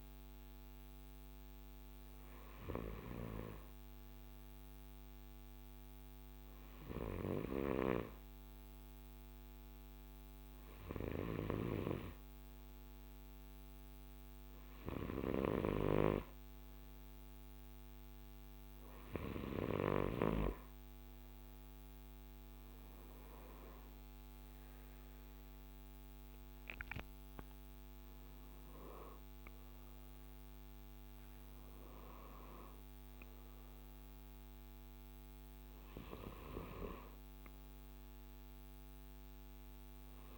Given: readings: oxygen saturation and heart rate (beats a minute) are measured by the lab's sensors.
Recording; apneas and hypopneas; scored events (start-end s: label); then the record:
breathing in sleep by a microphone on the trachea; none
24.50-29.00 s: arousal
From the record:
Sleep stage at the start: N2 (light sleep); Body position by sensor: on the right side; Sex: male